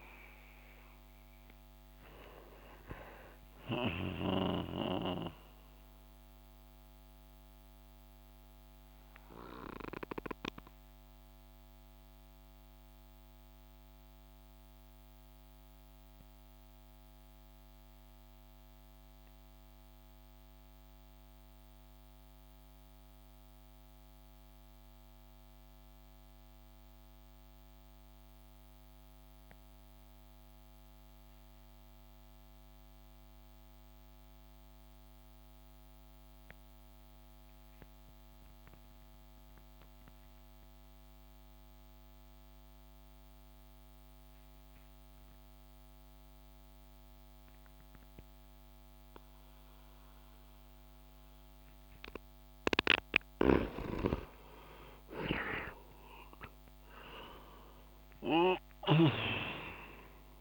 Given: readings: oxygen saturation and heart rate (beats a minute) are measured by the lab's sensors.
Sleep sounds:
breathing in sleep by a microphone on the trachea; 1
0.00-17.00 s: oxygen desaturation (device-marked, oxygen 90% lowest)
7.50-53.00 s: mixed apnea (oxygen 97% before, 87% lowest)
35.00-60.41 s: oxygen desaturation (device-marked, oxygen 99% before, 87% lowest)
53.00-59.00 s: snoring (device-marked)
54.50-60.00 s: arousal
From the record:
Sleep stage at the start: N2 (light sleep); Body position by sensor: on the back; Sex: male

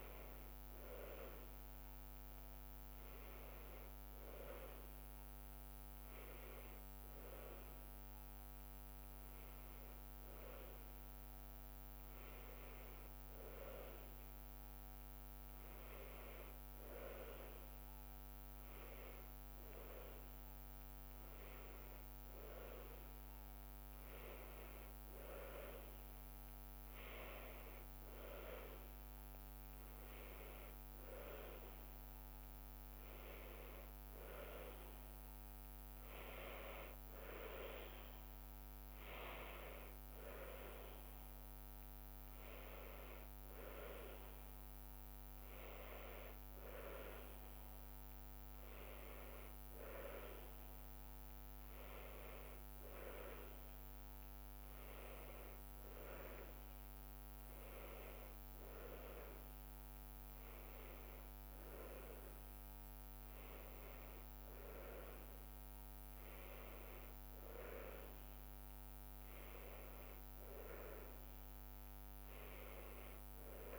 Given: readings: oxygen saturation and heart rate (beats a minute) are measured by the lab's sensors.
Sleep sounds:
breathing in sleep by a microphone on the trachea; none
none scored
From the record:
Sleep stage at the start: N2 (light sleep); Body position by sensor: on the right side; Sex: female

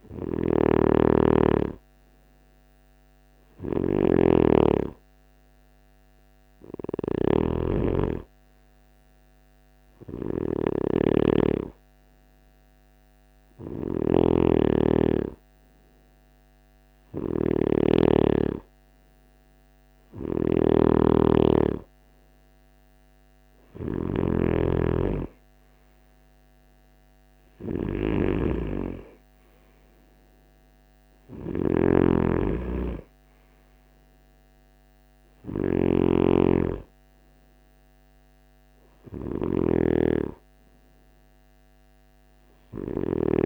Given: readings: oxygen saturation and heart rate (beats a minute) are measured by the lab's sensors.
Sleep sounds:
breathing in sleep by a microphone on the trachea; none
0.00-43.46 s: snoring (device-marked)
From the record:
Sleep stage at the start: N2 (light sleep); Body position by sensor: on the right side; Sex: male

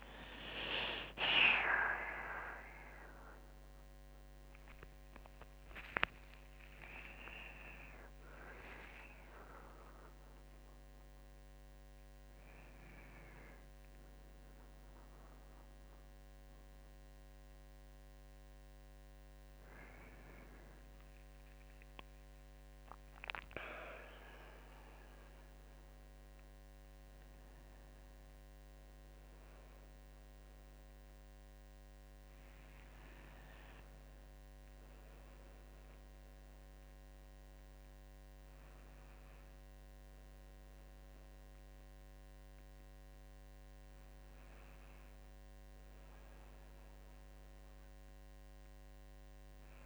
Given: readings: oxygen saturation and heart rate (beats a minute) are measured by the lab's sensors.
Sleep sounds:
a person awake in a sleep study, by a microphone on the trachea; none
7.00-9.00 s: long interval between heartbeats (device-marked, heart rate 85 before, 82 extreme)
37.50-49.86 s: new sleep stage, N1 (lightest sleep)
From the record:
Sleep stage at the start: awake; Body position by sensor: on the back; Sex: female

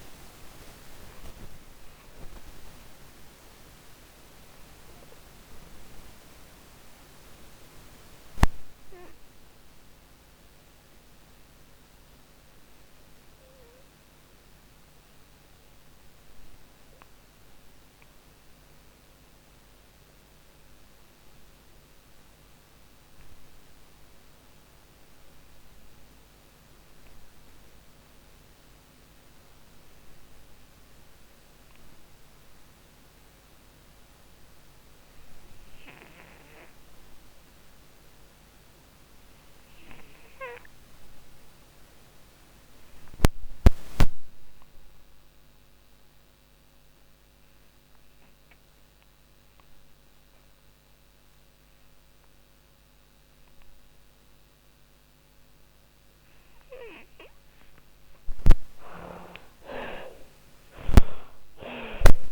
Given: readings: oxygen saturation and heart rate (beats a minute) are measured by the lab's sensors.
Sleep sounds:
breathing in sleep by a microphone on the trachea; 1
0.50-23.50 s: oxygen desaturation (device-marked, oxygen 92% before, 72% lowest, heart rate 46 before, 33 extreme)
0.50-55.50 s: obstructive apnea (oxygen 97% before, 59% lowest, heart rate 46 before, 33 extreme, up 31 after)
28.50-62.32 s: oxygen desaturation (device-marked, oxygen 96% before, 59% lowest, heart rate 40 before, 35 extreme)
57.50-62.00 s: arousal
From the record:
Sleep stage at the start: REM sleep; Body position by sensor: on the back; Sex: female

